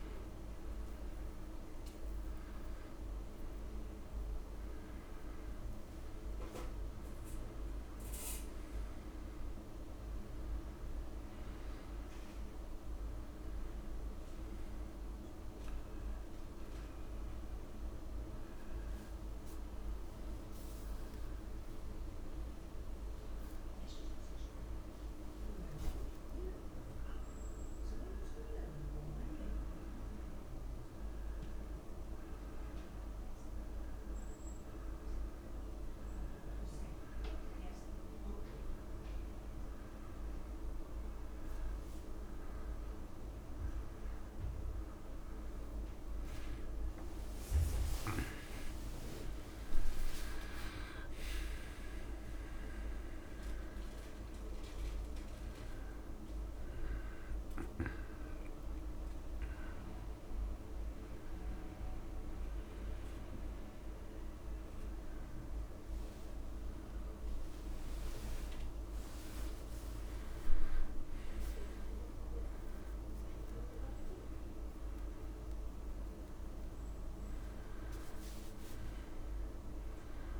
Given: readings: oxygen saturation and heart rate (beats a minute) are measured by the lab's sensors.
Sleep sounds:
breathing in sleep, hard to hear, by a room microphone; none
25.50-27.50 s: long interval between heartbeats (device-marked, heart rate 84 before, 92 extreme)
66.00-70.00 s: arousal
68.00-70.00 s: long interval between heartbeats (device-marked, heart rate 90 before, 90 extreme)
72.00-74.00 s: long interval between heartbeats (device-marked, heart rate 89 before, 99 extreme)
From the record:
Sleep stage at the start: N2 (light sleep); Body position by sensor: on the back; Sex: male

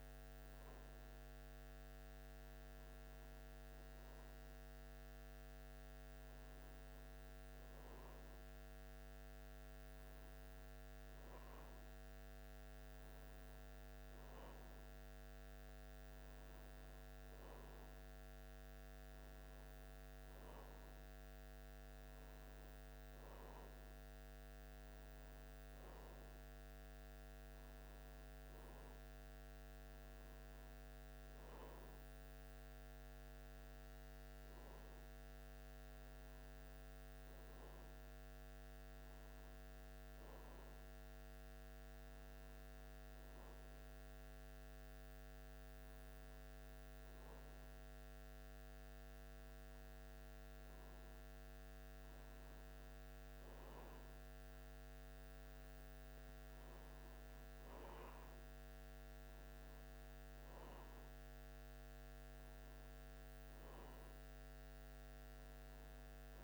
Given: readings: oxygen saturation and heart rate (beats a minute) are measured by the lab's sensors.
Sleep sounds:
breathing in sleep, hard to hear, by a microphone on the trachea; none
none scored
From the record:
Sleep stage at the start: N1 (lightest sleep); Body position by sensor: on the back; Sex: male

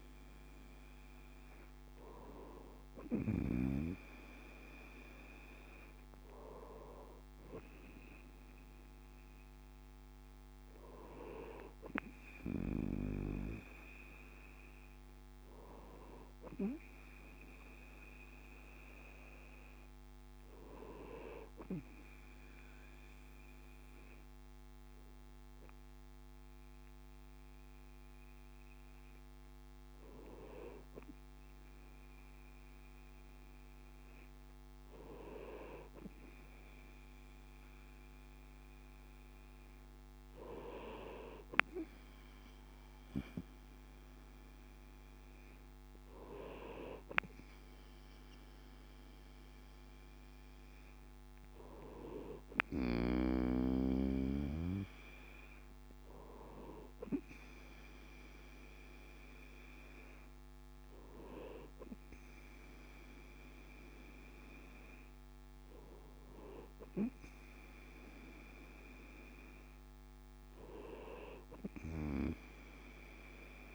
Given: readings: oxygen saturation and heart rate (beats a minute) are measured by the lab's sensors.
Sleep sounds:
breathing in sleep by a microphone on the trachea; none
none scored
From the record:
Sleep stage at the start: N2 (light sleep); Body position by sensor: on the right side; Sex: male

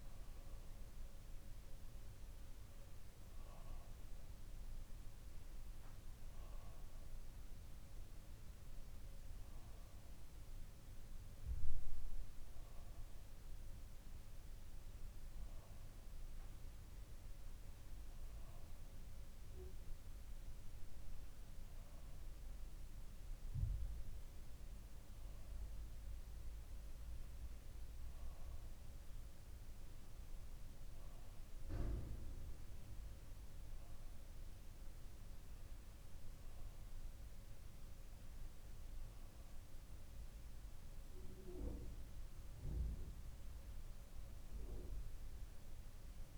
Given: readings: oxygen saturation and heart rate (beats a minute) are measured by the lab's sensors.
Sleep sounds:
breathing in sleep, hard to hear, by a room microphone; none
none scored
From the record:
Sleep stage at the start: N2 (light sleep); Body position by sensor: on the back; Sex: male

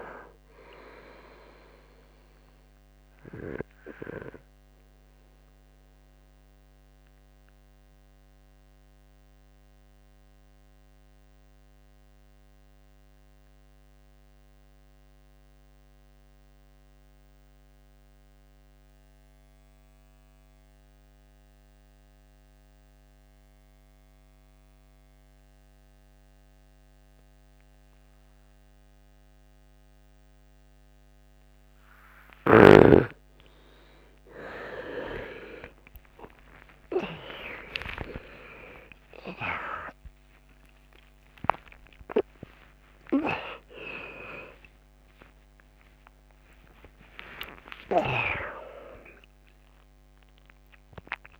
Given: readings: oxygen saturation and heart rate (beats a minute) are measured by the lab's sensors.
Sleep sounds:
a person partly awake in a sleep study, by a microphone on the trachea; 1
0.00-23.50 s: oxygen desaturation (device-marked, oxygen 88% lowest, heart rate 62 extreme)
5.00-32.00 s: obstructive apnea (oxygen 97% before, 88% lowest, heart rate 69 before, 62 extreme, up 59 after)
28.50-51.40 s: new sleep stage, awake
31.50-38.50 s: oxygen desaturation (device-marked, oxygen 99% before, 91% lowest)
35.50-37.50 s: long interval between heartbeats (device-marked, heart rate 66 before, 92 extreme)
38.00-40.00 s: long interval between heartbeats (device-marked, heart rate 69 before, 111 extreme)
40.00-42.00 s: long interval between heartbeats (device-marked, heart rate 73 before, 122 extreme)
42.50-44.50 s: long interval between heartbeats (device-marked, heart rate 82 before, 136 extreme)
46.50-48.50 s: long interval between heartbeats (device-marked, heart rate 100 before, 193 extreme)
47.50-51.40 s: oxygen desaturation (device-marked, oxygen 92% before, 89% lowest)
49.00-51.00 s: long interval between heartbeats (device-marked, heart rate 113 before, 168 extreme)
From the record:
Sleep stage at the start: N2 (light sleep); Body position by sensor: on the right side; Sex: male

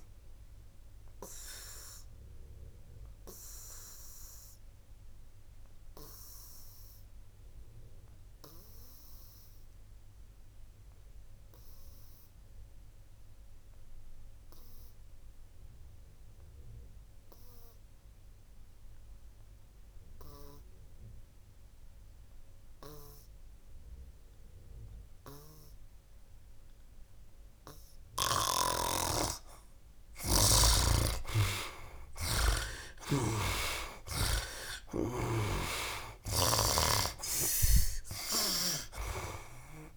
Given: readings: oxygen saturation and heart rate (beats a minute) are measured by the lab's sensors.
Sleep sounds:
breathing in sleep by a room microphone; 1
0.00-23.00 s: oxygen desaturation (device-marked, oxygen 74% lowest, heart rate 62 extreme)
1.50-27.00 s: obstructive apnea (oxygen 99% before, 73% lowest, heart rate 71 before, 62 extreme, up 12 after)
28.00-39.97 s: oxygen desaturation (device-marked, oxygen 98% before, 73% lowest, heart rate 64 before, 63 extreme)
29.50-33.50 s: arousal
33.00-36.50 s: snoring (device-marked)
From the record:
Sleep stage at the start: N2 (light sleep); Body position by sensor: on the back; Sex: male

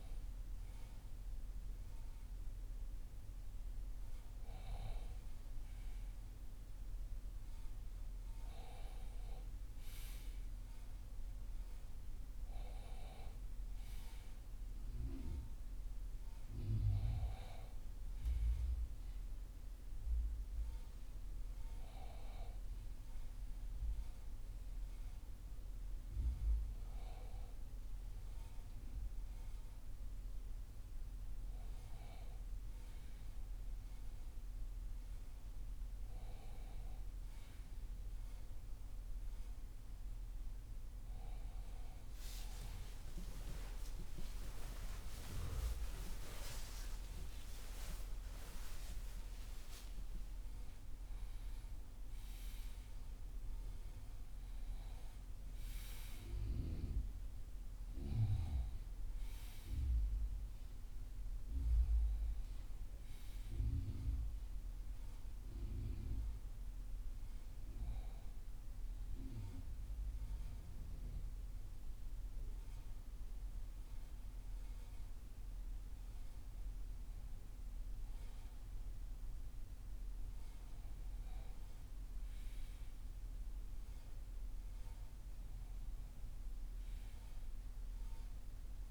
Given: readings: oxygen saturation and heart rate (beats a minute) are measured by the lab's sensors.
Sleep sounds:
breathing in sleep by a room microphone; none
0.00-1.00 s: oxygen desaturation (device-marked, oxygen 87% lowest)
44.50-49.00 s: arousal
64.00-76.00 s: oxygen desaturation (device-marked, oxygen 96% before, 92% lowest)
From the record:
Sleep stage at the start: N1 (lightest sleep); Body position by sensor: on the left side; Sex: male

